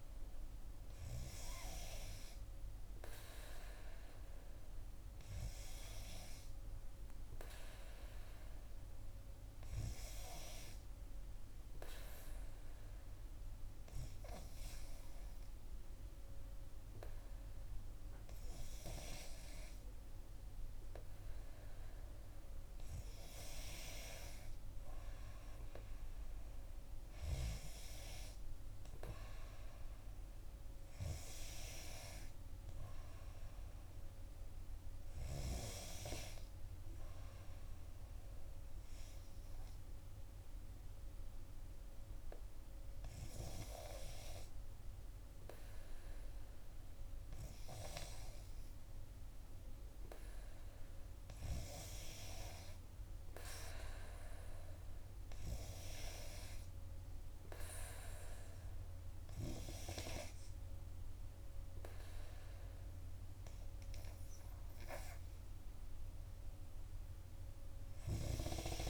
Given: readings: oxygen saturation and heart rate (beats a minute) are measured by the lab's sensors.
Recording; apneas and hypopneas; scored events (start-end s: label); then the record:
breathing in sleep by a room microphone; 2
2.50-6.50 s: arousal
9.00-22.00 s: obstructive apnea (oxygen 92% before, 91% lowest, heart rate 60 before, 59 extreme, up 1 after)
26.00-31.00 s: arousal
37.00-50.50 s: obstructive apnea (oxygen 93% before, 91% lowest, heart rate 62 before, 58 extreme, up 3 after)
53.50-57.50 s: arousal
From the record:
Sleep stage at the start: N2 (light sleep); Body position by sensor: on the back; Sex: female